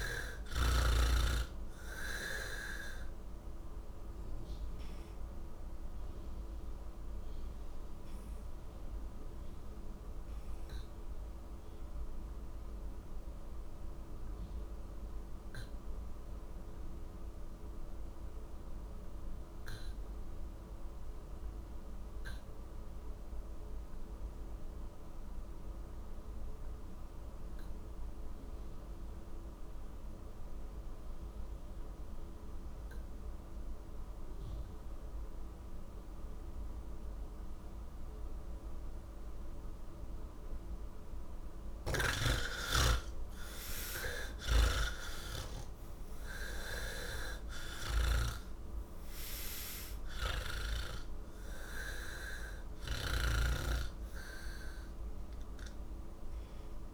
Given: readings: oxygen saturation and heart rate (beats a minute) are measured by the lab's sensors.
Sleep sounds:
breathing in sleep by a room microphone; 1
0.00-21.50 s: oxygen desaturation (device-marked, oxygen 66% lowest, heart rate 86 extreme)
3.00-40.00 s: mixed apnea (oxygen 94% before, 66% lowest, heart rate 155 before, 73 extreme, up 60 after)
23.50-56.94 s: oxygen desaturation (device-marked, oxygen 97% before, 68% lowest, heart rate 138 before, 40 extreme)
44.00-53.50 s: snoring (device-marked)
From the record:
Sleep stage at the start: N3 (deep sleep); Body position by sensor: on the back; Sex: male

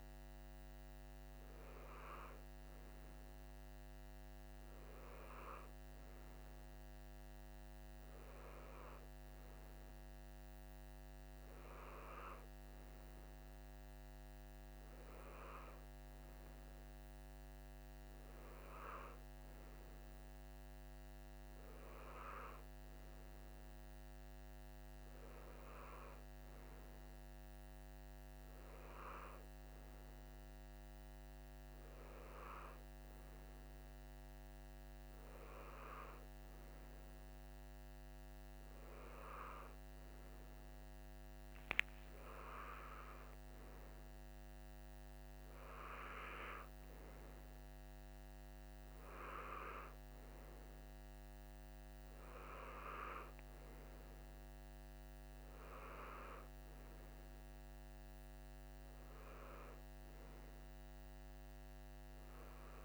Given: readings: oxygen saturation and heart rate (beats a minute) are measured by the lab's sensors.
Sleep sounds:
breathing in sleep by a microphone on the trachea; none
none scored
From the record:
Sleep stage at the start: N3 (deep sleep); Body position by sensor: on the right side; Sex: male

